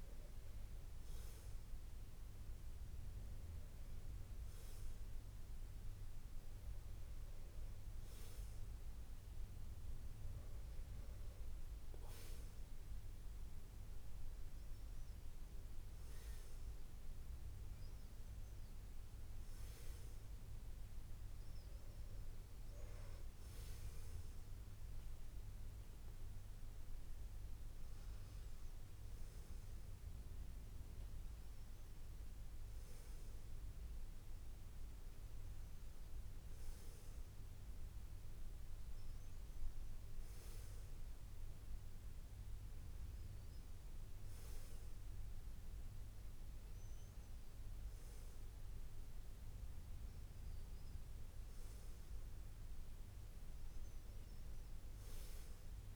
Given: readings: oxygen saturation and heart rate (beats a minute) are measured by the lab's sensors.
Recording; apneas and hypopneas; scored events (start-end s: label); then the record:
breathing in sleep, hard to hear, by a room microphone; none
24.50-28.50 s: arousal
From the record:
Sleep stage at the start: N2 (light sleep); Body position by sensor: on the back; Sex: male